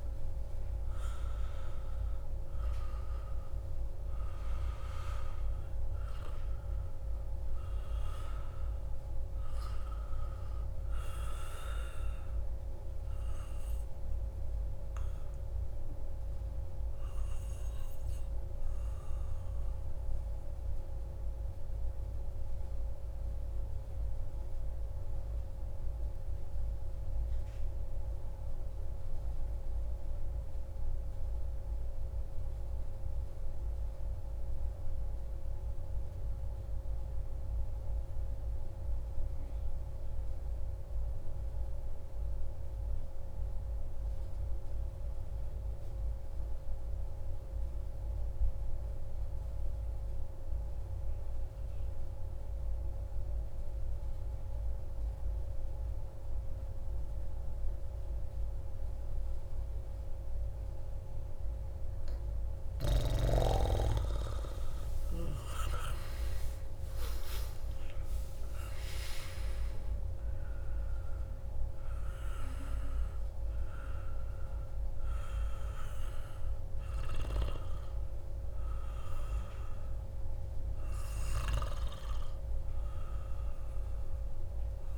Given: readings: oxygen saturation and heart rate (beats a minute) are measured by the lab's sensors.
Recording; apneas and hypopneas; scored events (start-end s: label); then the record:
breathing in sleep by a room microphone; 1
0.00-19.00 s: oxygen desaturation (device-marked, oxygen 88% lowest)
15.50-62.00 s: obstructive apnea (oxygen 94% before, 89% lowest, heart rate 62 before, 46 extreme, up 23 after)
49.00-84.98 s: oxygen desaturation (device-marked, oxygen 97% before, 89% lowest, heart rate 128 before, 38 extreme)
64.00-69.00 s: arousal
From the record:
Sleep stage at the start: N2 (light sleep); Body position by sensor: on the back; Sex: male